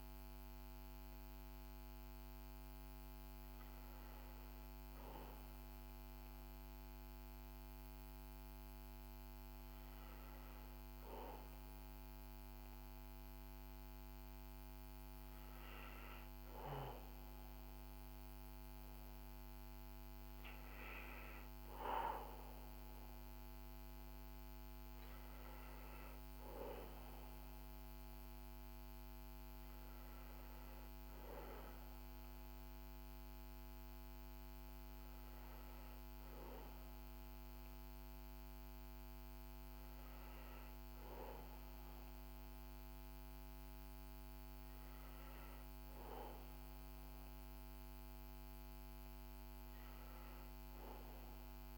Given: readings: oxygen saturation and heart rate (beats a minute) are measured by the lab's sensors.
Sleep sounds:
breathing in sleep by a microphone on the trachea; none
none scored
From the record:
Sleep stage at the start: N1 (lightest sleep); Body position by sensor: on the back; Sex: male

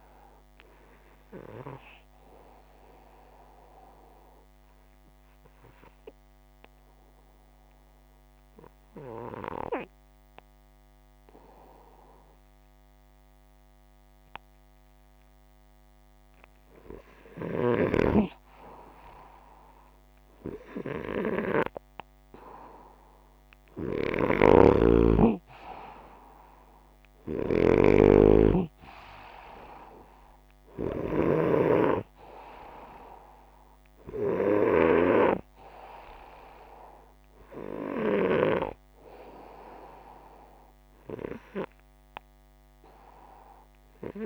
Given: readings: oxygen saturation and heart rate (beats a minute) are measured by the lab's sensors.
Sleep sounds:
breathing in sleep by a microphone on the trachea; 1
2.50-15.50 s: obstructive apnea (oxygen 91% before, 90% lowest, heart rate 128 before, 75 extreme, up 36 after)
16.50-21.00 s: arousal
18.50-27.50 s: oxygen desaturation (device-marked, oxygen 94% before, 90% lowest, heart rate 159 before, 75 extreme)
From the record:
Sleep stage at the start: N2 (light sleep); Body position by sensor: upright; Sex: male

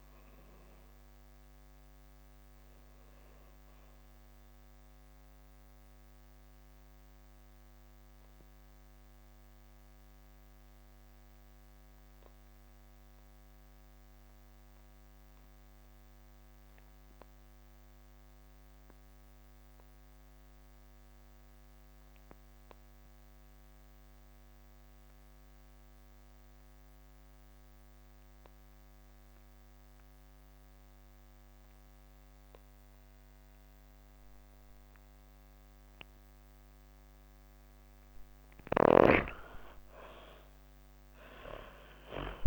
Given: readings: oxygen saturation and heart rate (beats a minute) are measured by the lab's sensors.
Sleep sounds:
breathing in sleep by a microphone on the trachea; 1
0.00-16.50 s: oxygen desaturation (device-marked, oxygen 80% lowest)
4.00-36.50 s: obstructive apnea (oxygen 96% before, 80% lowest)
29.50-42.47 s: oxygen desaturation (device-marked, oxygen 99% before, 81% lowest)
38.00-42.47 s: arousal
From the record:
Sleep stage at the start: N2 (light sleep); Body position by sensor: on the back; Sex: female

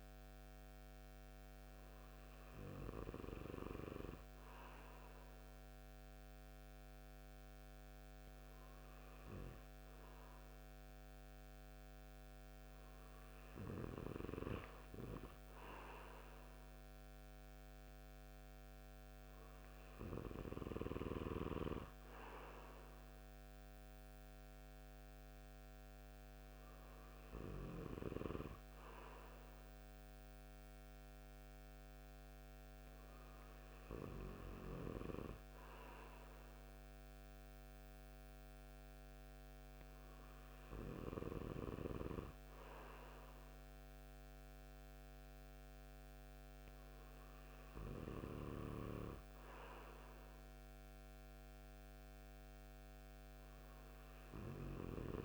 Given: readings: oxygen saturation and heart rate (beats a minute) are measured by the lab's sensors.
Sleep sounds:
breathing in sleep by a microphone on the trachea; none
none scored
From the record:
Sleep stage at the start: N2 (light sleep); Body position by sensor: on the right side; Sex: male

